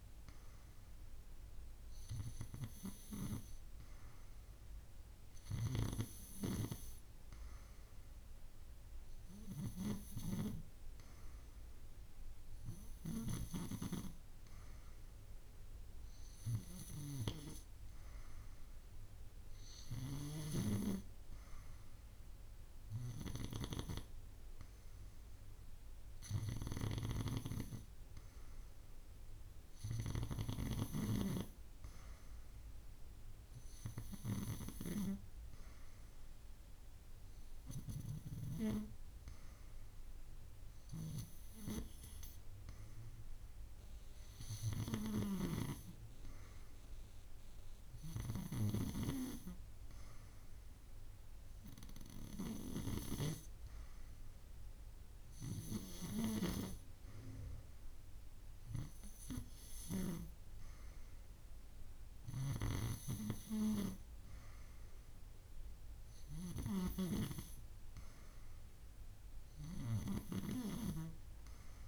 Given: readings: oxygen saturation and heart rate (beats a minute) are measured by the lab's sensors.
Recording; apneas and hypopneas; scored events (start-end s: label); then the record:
breathing in sleep by a room microphone; none
none scored
From the record:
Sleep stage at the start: N2 (light sleep); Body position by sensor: on the right side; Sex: female